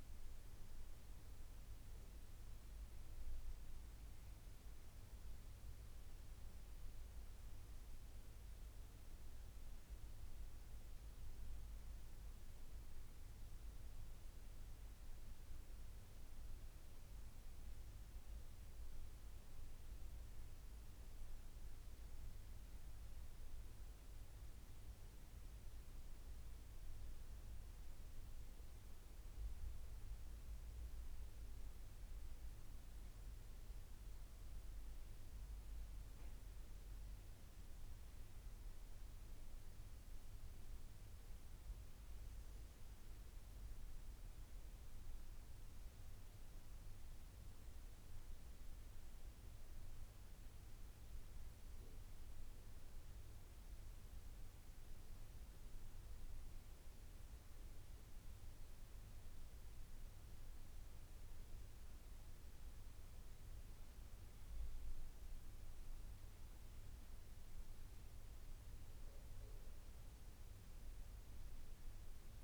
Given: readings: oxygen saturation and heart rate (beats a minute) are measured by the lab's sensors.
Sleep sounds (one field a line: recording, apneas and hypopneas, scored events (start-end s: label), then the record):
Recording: breathing in sleep, hard to hear, by a room microphone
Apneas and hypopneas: 2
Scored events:
24.00-35.00 s: hypopnea (oxygen 94% before, 90% lowest, heart rate 81 before, 80 extreme, up 4 after)
37.50-41.50 s: arousal
57.00-68.00 s: hypopnea (oxygen 93% before, 90% lowest, heart rate 83 before, 80 extreme, up 4 after)
70.50-72.44 s: arousal
From the record:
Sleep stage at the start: N1 (lightest sleep)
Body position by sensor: on the back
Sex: male